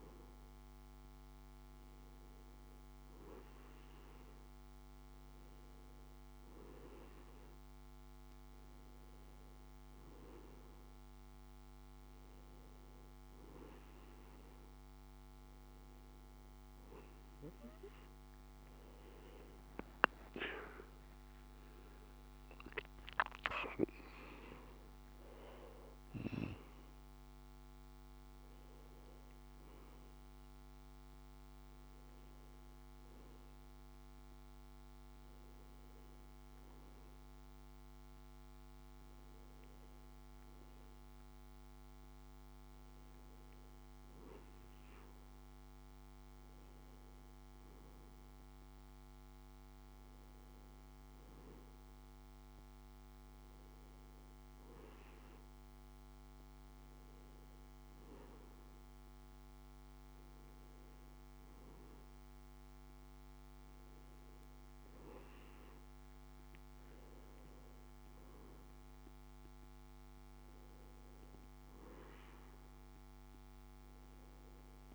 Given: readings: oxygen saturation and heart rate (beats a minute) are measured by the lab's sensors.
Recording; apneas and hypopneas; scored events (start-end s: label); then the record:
breathing in sleep by a microphone on the trachea; none
20.00-24.50 s: arousal
From the record:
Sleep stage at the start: N2 (light sleep); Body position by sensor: on the back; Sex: male